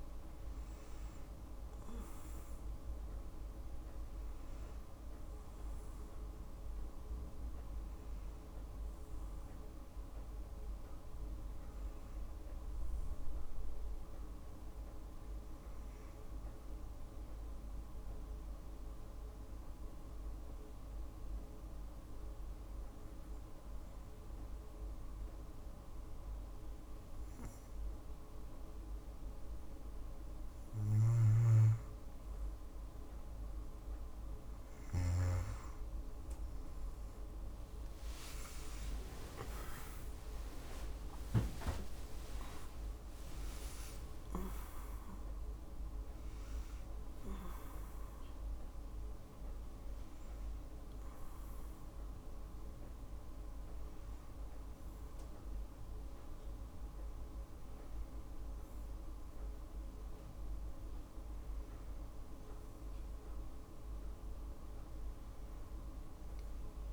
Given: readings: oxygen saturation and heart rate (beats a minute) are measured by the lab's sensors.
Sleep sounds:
breathing in sleep, hard to hear, by a room microphone; 1
0.00-18.50 s: oxygen desaturation (device-marked, oxygen 92% lowest, heart rate 56 extreme)
17.00-29.50 s: hypopnea (oxygen 95% before, 91% lowest, heart rate 59 before, 56 extreme, up 11 after)
35.50-59.50 s: oxygen desaturation (device-marked, oxygen 96% before, 91% lowest, heart rate 57 before, 56 extreme)
36.50-45.50 s: tachycardia (device-marked, heart rate 59 before, 165 extreme)
37.50-43.00 s: arousal
38.50-66.93 s: new sleep stage, N1 (lightest sleep)
From the record:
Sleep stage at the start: N2 (light sleep); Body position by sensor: on the back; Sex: female

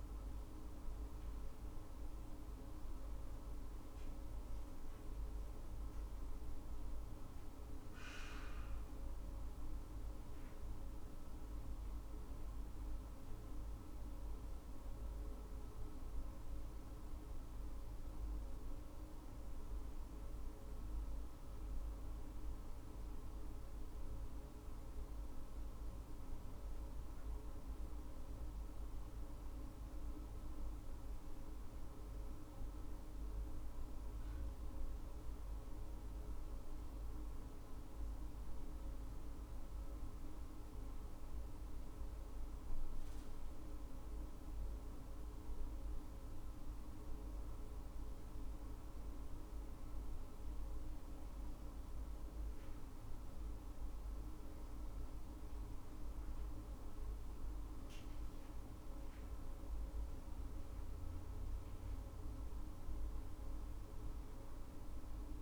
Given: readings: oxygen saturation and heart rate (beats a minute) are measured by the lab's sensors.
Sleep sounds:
breathing in sleep, hard to hear, by a room microphone; none
7.00-65.42 s: new sleep stage, N2 (light sleep)
From the record:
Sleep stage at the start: N1 (lightest sleep); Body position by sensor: on the back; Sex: female

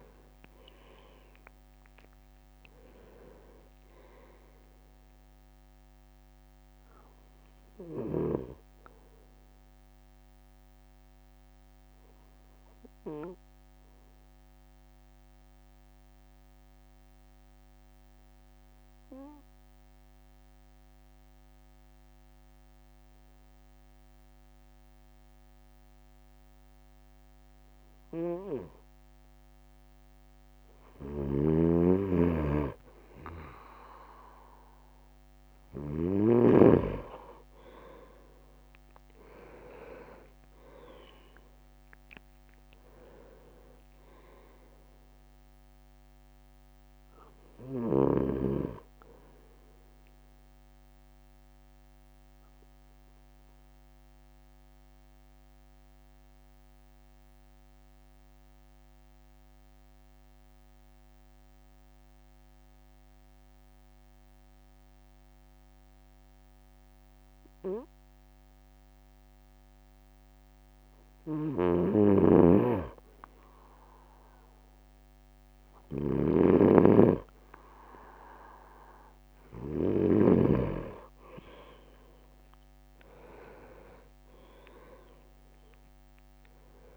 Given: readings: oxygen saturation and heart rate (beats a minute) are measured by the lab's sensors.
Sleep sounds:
breathing in sleep by a microphone on the trachea; 2
0.00-2.00 s: arousal
8.50-29.50 s: obstructive apnea (oxygen 98% before, 96% lowest)
31.00-36.00 s: snoring (device-marked)
31.50-36.00 s: arousal
50.50-71.00 s: mixed apnea (oxygen 99% before, 96% lowest)
71.00-80.00 s: snoring (device-marked)
83.50-84.50 s: leg movement (device-marked)
85.50-86.97 s: arousal
From the record:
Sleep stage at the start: N2 (light sleep); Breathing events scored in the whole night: 399 in 4.6 hours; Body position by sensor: on the right side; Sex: male

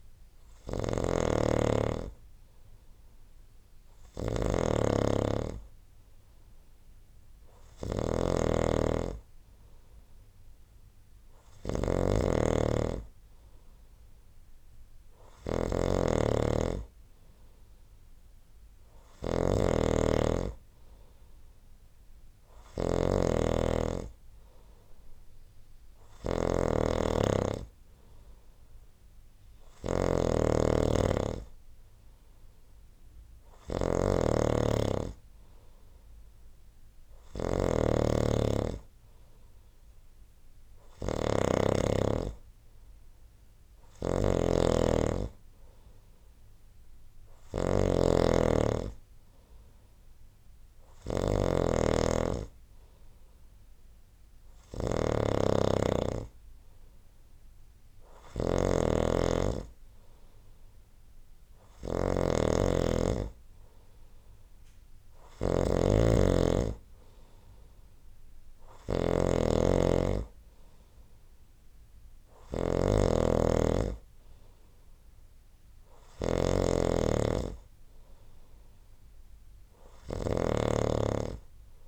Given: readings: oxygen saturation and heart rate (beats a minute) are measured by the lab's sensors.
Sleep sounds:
breathing in sleep by a room microphone; none
0.00-81.88 s: snoring (device-marked)
From the record:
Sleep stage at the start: N2 (light sleep); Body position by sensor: on the right side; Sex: male

